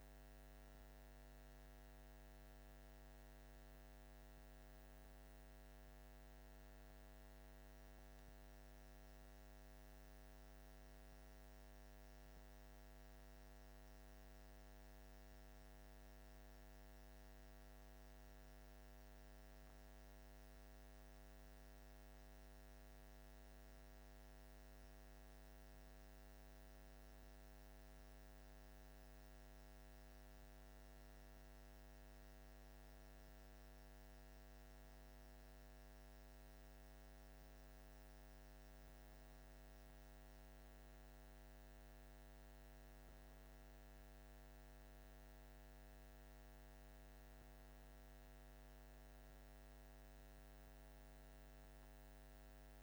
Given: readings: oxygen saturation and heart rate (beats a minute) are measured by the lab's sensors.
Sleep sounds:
breathing in sleep, hard to hear, by a microphone on the trachea; none
none scored
From the record:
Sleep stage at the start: N1 (lightest sleep); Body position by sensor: on the back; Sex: male

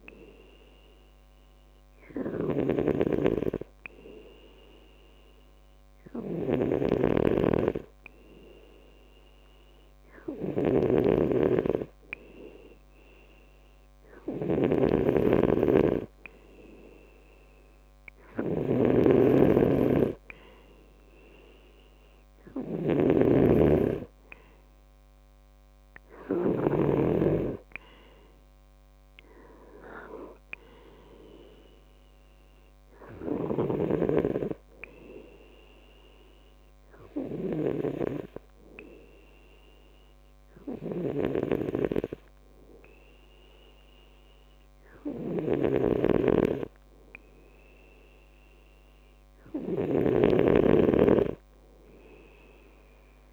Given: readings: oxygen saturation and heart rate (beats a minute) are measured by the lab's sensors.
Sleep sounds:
breathing in sleep by a microphone on the trachea; 1
2.50-19.00 s: hypopnea (oxygen 97% before, 93% lowest, heart rate 67 before, 66 extreme, up 4 after)
2.50-27.00 s: snoring (device-marked)
20.50-24.50 s: arousal
33.50-53.33 s: snoring (device-marked)
From the record:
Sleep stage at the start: N2 (light sleep); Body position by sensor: on the back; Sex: male

